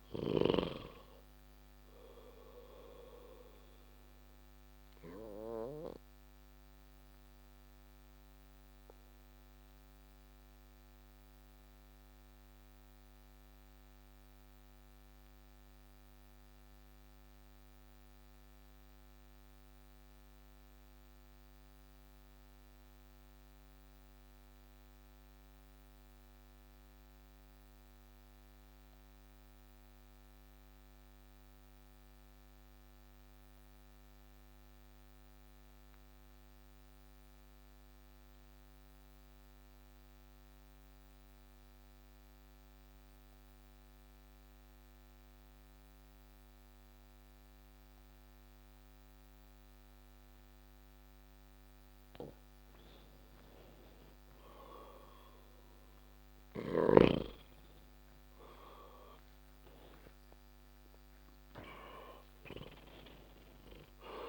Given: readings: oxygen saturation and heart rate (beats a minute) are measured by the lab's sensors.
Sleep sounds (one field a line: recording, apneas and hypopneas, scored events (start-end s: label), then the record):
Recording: breathing in sleep by a microphone on the trachea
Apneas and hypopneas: 1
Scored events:
0.00-1.50 s: oxygen desaturation (device-marked, oxygen 92% lowest)
3.00-50.50 s: obstructive apnea (oxygen 97% before, 90% lowest)
6.50-20.50 s: oxygen desaturation (device-marked, oxygen 93% before, 90% lowest)
53.50-58.00 s: arousal
From the record:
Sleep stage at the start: N2 (light sleep)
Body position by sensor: on the back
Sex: male